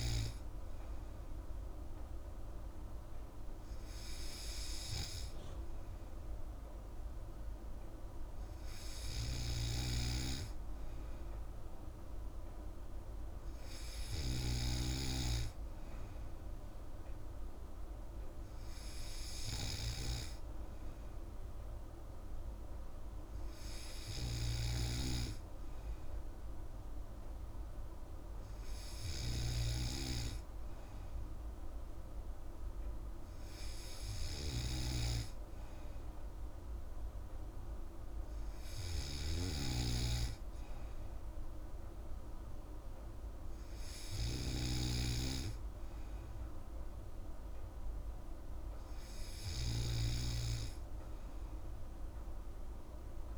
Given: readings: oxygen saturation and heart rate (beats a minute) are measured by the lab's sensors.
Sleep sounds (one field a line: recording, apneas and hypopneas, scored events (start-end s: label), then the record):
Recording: breathing in sleep by a room microphone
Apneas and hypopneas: none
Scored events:
none scored
From the record:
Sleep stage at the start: N3 (deep sleep)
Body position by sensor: on the back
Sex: female